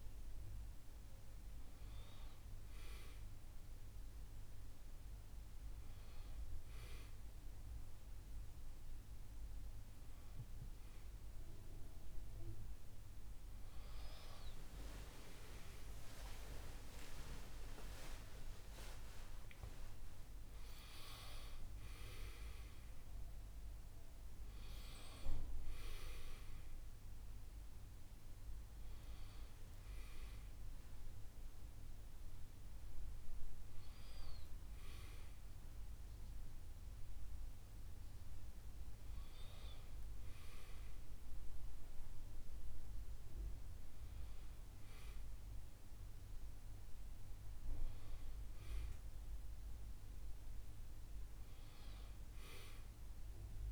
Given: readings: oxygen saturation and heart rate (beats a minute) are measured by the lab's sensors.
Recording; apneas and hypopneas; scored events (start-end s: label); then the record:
breathing in sleep by a room microphone; none
14.50-19.00 s: arousal
From the record:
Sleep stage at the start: N1 (lightest sleep); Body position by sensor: on the back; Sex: male